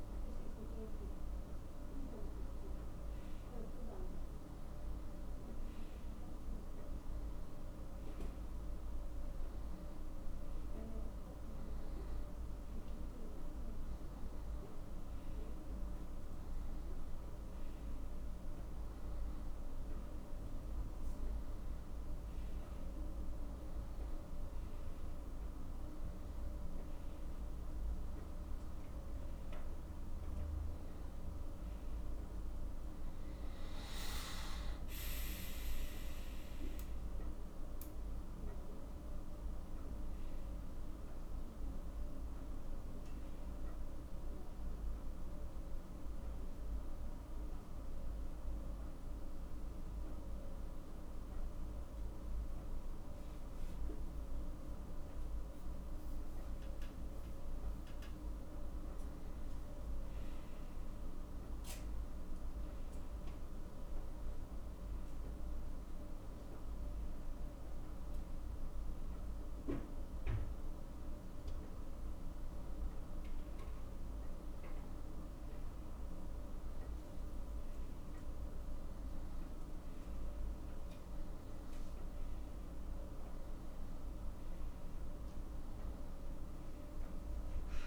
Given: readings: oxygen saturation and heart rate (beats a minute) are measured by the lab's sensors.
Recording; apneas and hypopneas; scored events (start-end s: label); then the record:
a person awake in a sleep study, hard to hear, by a room microphone; none
none scored
From the record:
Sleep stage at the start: awake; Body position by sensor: on the back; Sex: male